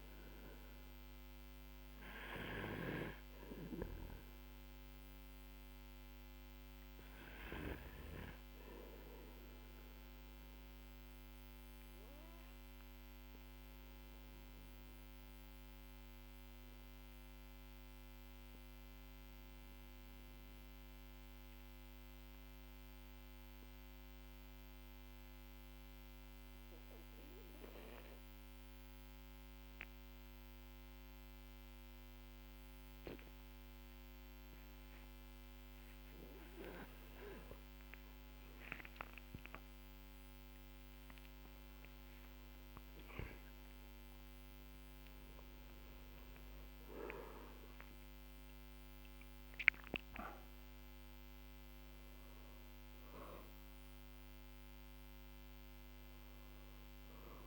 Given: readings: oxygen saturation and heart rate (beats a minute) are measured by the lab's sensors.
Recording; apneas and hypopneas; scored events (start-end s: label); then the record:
breathing in sleep by a microphone on the trachea; 1
0.00-16.50 s: oxygen desaturation (device-marked, oxygen 92% lowest, heart rate 43 extreme)
11.00-14.50 s: arousal
17.50-35.00 s: obstructive apnea (oxygen 96% before, 93% lowest, heart rate 49 before, 43 extreme, up 25 after)
28.50-57.47 s: new sleep stage, N2 (light sleep)
37.50-51.50 s: oxygen desaturation (device-marked, oxygen 98% before, 94% lowest, heart rate 55 before, 40 extreme)
38.50-44.00 s: arousal
From the record:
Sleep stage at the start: REM sleep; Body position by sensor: on the back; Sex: male